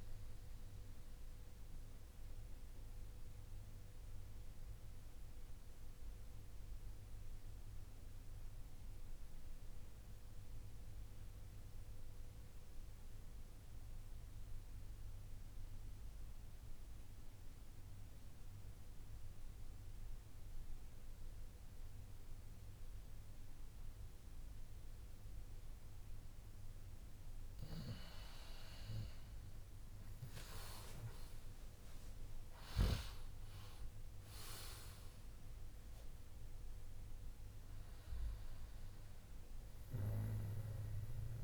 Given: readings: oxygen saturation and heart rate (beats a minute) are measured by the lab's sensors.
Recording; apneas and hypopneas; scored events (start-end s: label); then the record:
breathing in sleep by a room microphone; 1
1.50-26.50 s: mixed apnea (oxygen 96% before, 91% lowest)
28.50-34.00 s: arousal
31.50-41.44 s: oxygen desaturation (device-marked, oxygen 96% before, 91% lowest)
From the record:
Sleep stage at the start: N2 (light sleep); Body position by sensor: on the back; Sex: male